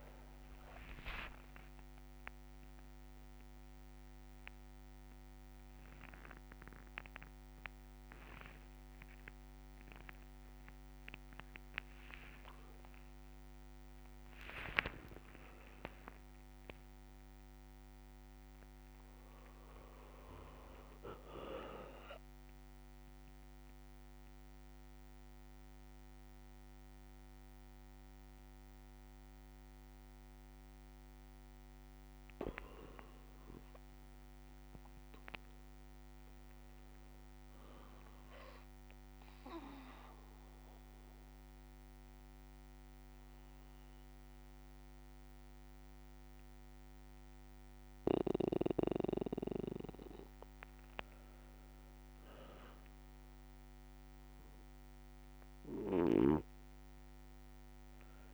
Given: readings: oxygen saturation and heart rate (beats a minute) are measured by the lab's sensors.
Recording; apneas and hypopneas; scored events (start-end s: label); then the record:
a person awake in a sleep study, by a microphone on the trachea; none
0.00-17.00 s: oxygen desaturation (device-marked, oxygen 92% lowest, heart rate 57 extreme)
1.00-3.00 s: long interval between heartbeats (device-marked, heart rate 62 before, 84 extreme)
12.00-14.00 s: long interval between heartbeats (device-marked, heart rate 71 before, 72 extreme)
15.00-17.00 s: long interval between heartbeats (device-marked, heart rate 72 before, 90 extreme)
25.00-29.00 s: bradycardia (device-marked, heart rate 65 before, 59 extreme)
32.50-34.50 s: long interval between heartbeats (device-marked, heart rate 70 before, 68 extreme)
41.00-49.00 s: bradycardia (device-marked, heart rate 65 before, 58 extreme)
42.00-58.33 s: new sleep stage, N2 (light sleep)
From the record:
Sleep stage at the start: awake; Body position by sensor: on the back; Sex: male